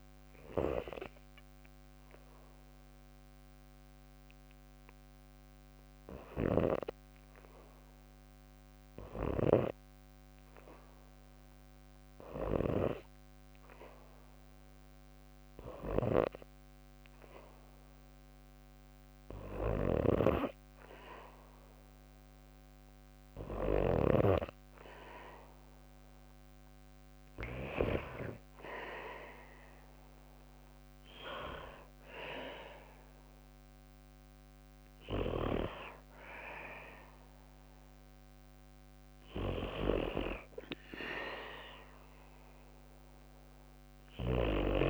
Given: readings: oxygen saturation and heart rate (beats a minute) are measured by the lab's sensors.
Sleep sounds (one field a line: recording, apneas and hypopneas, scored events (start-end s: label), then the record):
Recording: breathing in sleep by a microphone on the trachea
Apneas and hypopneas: none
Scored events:
0.00-20.00 s: oxygen desaturation (device-marked, oxygen 68% lowest, heart rate 59 extreme)
19.00-23.00 s: snoring (device-marked)
27.00-32.00 s: arousal
27.00-44.90 s: new sleep stage, N2 (light sleep)
From the record:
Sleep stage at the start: REM sleep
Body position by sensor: on the back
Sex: female